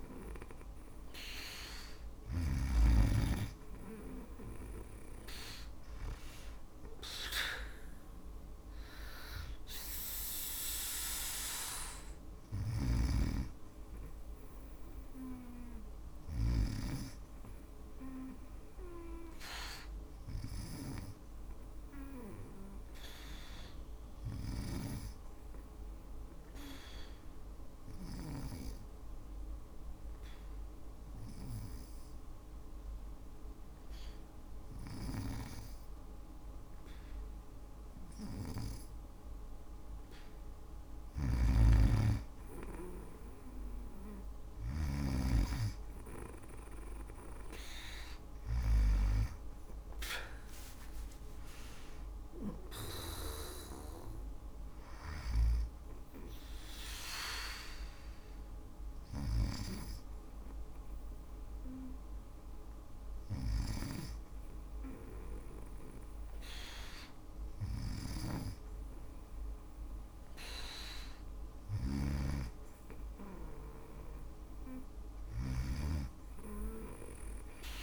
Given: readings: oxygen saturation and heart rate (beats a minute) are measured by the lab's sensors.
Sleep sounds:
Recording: breathing in sleep by a room microphone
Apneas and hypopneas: 1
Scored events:
0.00-1.50 s: arousal
0.00-2.00 s: snoring (device-marked)
5.50-22.50 s: oxygen desaturation (device-marked, oxygen 96% before, 92% lowest, heart rate 57 before, 55 extreme)
11.50-15.50 s: snoring (device-marked)
25.00-38.50 s: obstructive apnea (oxygen 96% before, 92% lowest, heart rate 57 before, 54 extreme, up 1 after)
40.00-48.00 s: snoring (device-marked)
41.00-45.00 s: arousal
46.50-72.50 s: oxygen desaturation (device-marked, oxygen 96% before, 92% lowest, heart rate 58 before, 54 extreme)
58.00-77.83 s: snoring (device-marked)
From the record:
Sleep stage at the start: N2 (light sleep)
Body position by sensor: on the back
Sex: female

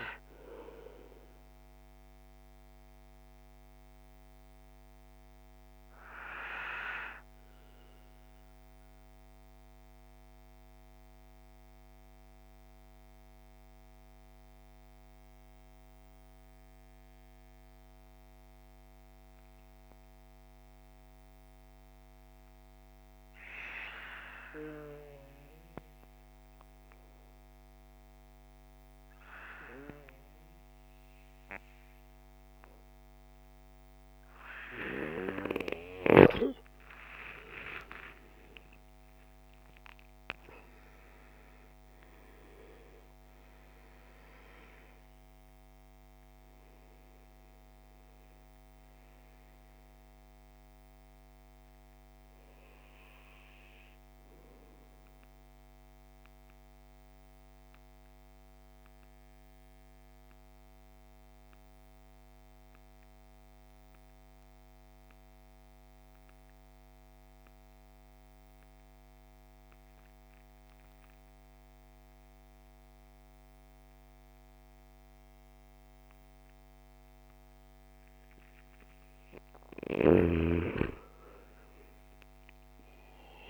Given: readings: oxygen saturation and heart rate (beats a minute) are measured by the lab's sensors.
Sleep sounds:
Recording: breathing in sleep by a microphone on the trachea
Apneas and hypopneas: 2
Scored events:
0.00-23.00 s: oxygen desaturation (device-marked, oxygen 83% lowest)
1.50-35.00 s: mixed apnea (oxygen 98% before, 83% lowest)
36.00-41.50 s: arousal
36.00-73.00 s: oxygen desaturation (device-marked, oxygen 98% before, 84% lowest)
54.50-78.50 s: central apnea (oxygen 99% before, 84% lowest)
80.00-83.50 s: oxygen desaturation (device-marked, oxygen 99% before, 88% lowest)
81.50-83.50 s: arousal
From the record:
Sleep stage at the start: N2 (light sleep)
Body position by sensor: on the back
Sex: male

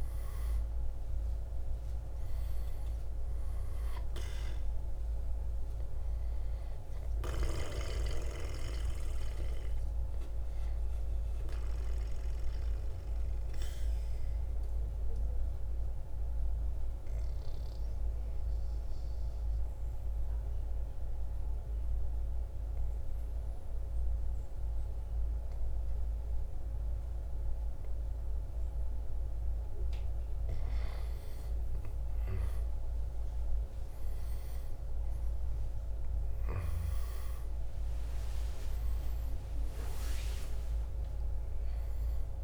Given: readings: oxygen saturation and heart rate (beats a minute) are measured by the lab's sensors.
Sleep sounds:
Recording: breathing in sleep by a room microphone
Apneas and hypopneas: 1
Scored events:
0.00-1.00 s: arousal
0.50-11.50 s: drop in pulse transit time (device-marked, heart rate 54 before, 57 extreme)
7.50-23.50 s: oxygen desaturation (device-marked, oxygen 97% before, 88% lowest, heart rate 56 before, 52 extreme)
11.00-29.00 s: obstructive apnea (oxygen 98% before, 88% lowest, heart rate 57 before, 52 extreme, up 7 after)
31.00-35.00 s: arousal
36.50-42.43 s: drop in pulse transit time (device-marked, heart rate 55 before, 60 extreme)
36.50-42.43 s: oxygen desaturation (device-marked, oxygen 97% before, 90% lowest, heart rate 55 before, 51 extreme)
From the record:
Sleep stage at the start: N2 (light sleep)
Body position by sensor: on the right side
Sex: male

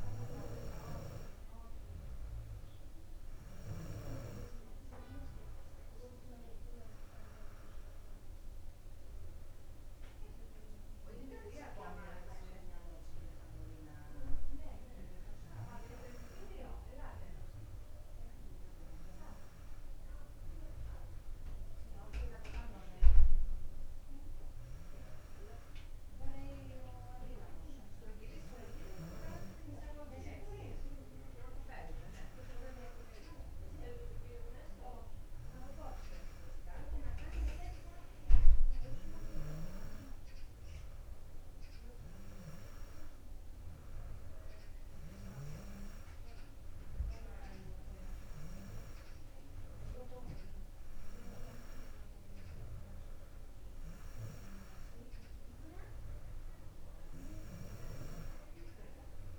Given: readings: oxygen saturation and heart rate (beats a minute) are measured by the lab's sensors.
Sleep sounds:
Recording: breathing in sleep by a room microphone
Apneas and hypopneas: none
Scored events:
none scored
From the record:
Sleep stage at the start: N2 (light sleep)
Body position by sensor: on the back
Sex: female

